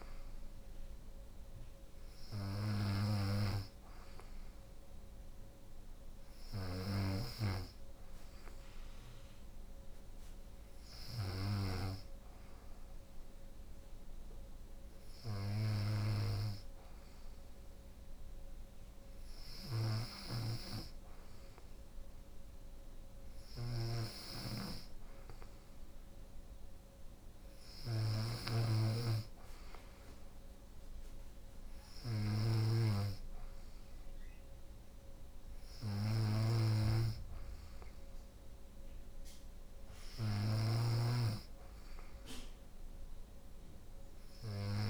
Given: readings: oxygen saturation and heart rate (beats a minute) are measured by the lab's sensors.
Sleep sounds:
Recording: breathing in sleep by a room microphone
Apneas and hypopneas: none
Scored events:
0.00-44.90 s: snoring (device-marked)
From the record:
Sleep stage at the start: N2 (light sleep)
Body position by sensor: on the right side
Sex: female

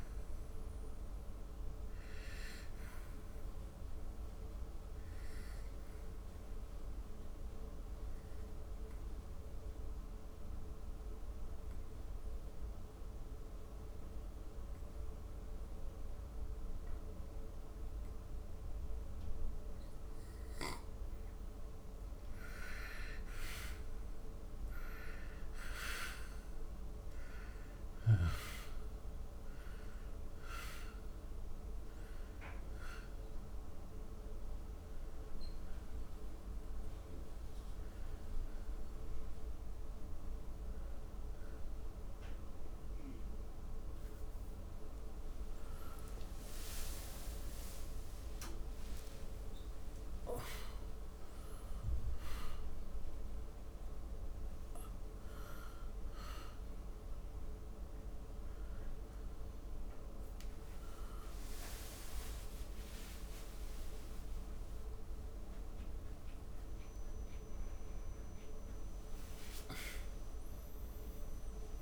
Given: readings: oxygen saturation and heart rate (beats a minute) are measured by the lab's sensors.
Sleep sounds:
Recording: breathing in sleep, hard to hear, by a room microphone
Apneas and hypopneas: 2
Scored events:
0.00-3.00 s: oxygen desaturation (device-marked, oxygen 97% before, 88% lowest, heart rate 74 before, 69 extreme)
3.00-20.00 s: obstructive apnea (oxygen 97% before, 84% lowest, heart rate 81 before, 69 extreme, up 7 after)
20.00-48.00 s: oxygen desaturation (device-marked, oxygen 97% before, 84% lowest, heart rate 76 before, 76 extreme)
22.50-26.00 s: arousal
30.00-71.82 s: new sleep stage, N1 (lightest sleep)
32.00-45.00 s: hypopnea (oxygen 98% before, 84% lowest, heart rate 74 before, 82 extreme, up 10 after)
46.00-50.50 s: arousal
63.00-65.00 s: long interval between heartbeats (device-marked, heart rate 90 before, 105 extreme)
66.00-68.00 s: long interval between heartbeats (device-marked, heart rate 95 before, 149 extreme)
68.50-70.50 s: long interval between heartbeats (device-marked, heart rate 102 before, 152 extreme)
From the record:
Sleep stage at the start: N2 (light sleep)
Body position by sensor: on the back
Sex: male

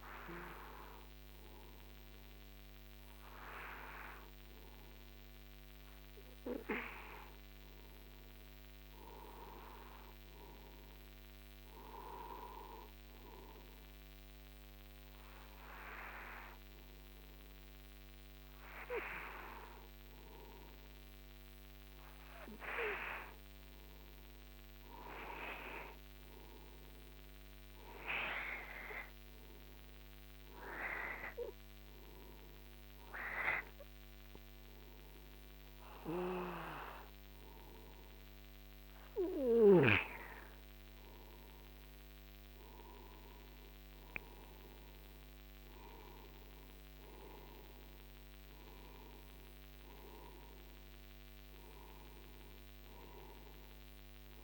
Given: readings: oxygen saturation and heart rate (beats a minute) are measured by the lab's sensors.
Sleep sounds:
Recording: breathing in sleep by a microphone on the trachea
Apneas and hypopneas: none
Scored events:
none scored
From the record:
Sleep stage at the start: N2 (light sleep)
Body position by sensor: on the right side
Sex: male

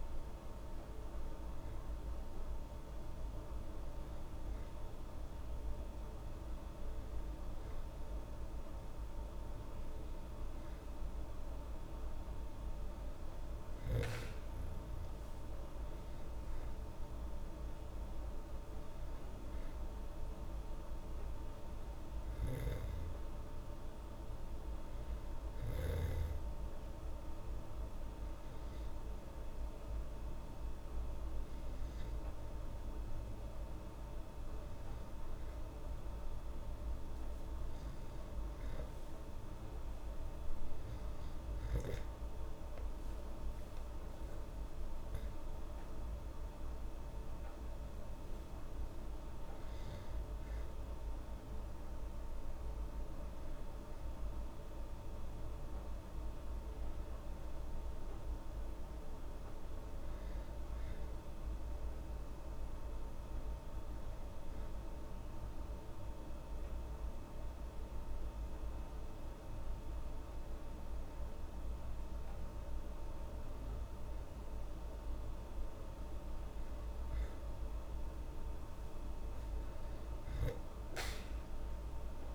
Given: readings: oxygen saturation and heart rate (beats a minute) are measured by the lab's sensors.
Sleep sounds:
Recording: breathing in sleep, hard to hear, by a room microphone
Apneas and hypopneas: none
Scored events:
43.50-47.50 s: arousal
From the record:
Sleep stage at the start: N2 (light sleep)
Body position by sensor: on the back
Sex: female

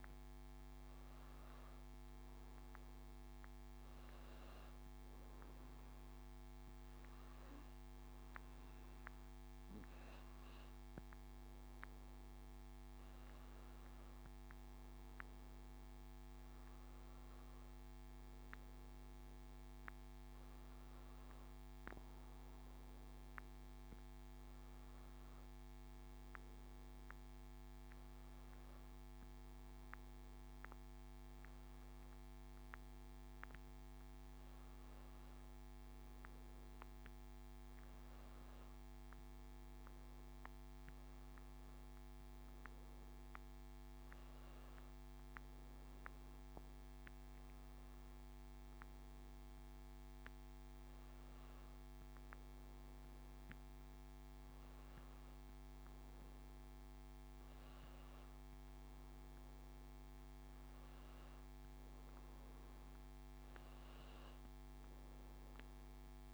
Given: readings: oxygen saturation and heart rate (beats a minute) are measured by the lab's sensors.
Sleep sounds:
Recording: breathing in sleep, hard to hear, by a microphone on the trachea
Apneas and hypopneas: none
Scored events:
3.50-66.33 s: new sleep stage, N2 (light sleep)
From the record:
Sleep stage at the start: N1 (lightest sleep)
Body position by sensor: on the back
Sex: male

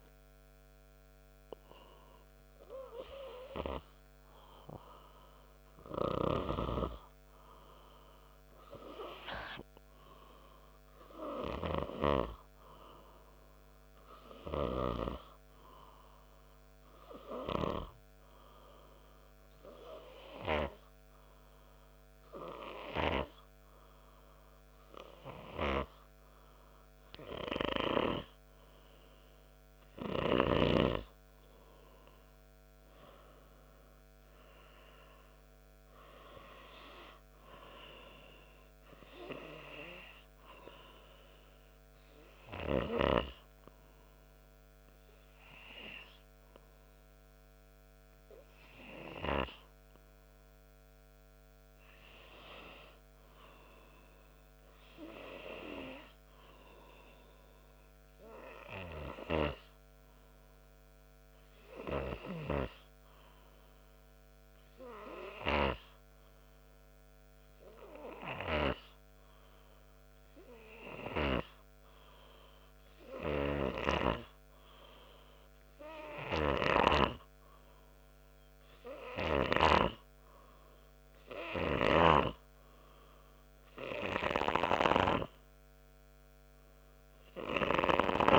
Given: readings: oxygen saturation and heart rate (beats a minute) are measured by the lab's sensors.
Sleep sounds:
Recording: breathing in sleep by a microphone on the trachea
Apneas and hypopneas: none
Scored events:
5.50-16.50 s: oxygen desaturation (device-marked, oxygen 96% before, 92% lowest, heart rate 69 before, 67 extreme)
17.50-21.50 s: arousal
From the record:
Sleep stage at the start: N2 (light sleep)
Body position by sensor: on the back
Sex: male

